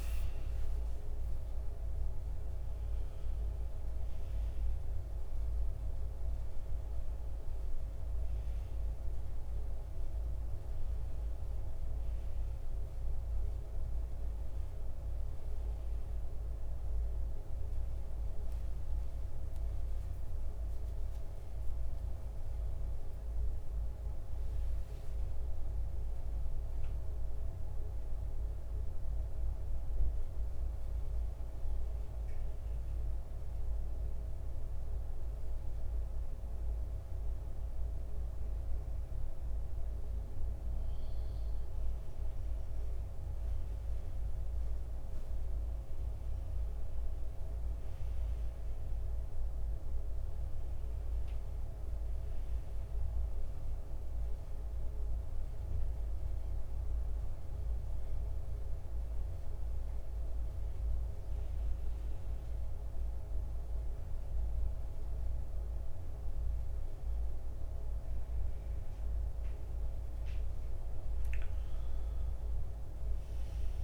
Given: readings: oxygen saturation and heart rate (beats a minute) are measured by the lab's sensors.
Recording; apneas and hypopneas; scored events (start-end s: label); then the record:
breathing in sleep, hard to hear, by a room microphone; 2
0.00-19.50 s: oxygen desaturation (device-marked, oxygen 86% lowest, heart rate 71 extreme)
18.50-23.50 s: snoring (device-marked)
25.50-39.00 s: hypopnea (oxygen 97% before, 87% lowest, heart rate 78 before, 70 extreme, up 9 after)
25.50-73.84 s: new sleep stage, N2 (light sleep)
39.50-73.50 s: oxygen desaturation (device-marked, oxygen 96% before, 89% lowest, heart rate 74 before, 69 extreme)
42.00-46.50 s: arousal
56.50-69.50 s: mixed apnea (oxygen 97% before, 87% lowest, heart rate 77 before, 69 extreme, up 13 after)
71.50-73.84 s: arousal
From the record:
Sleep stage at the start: N1 (lightest sleep); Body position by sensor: on the back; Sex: male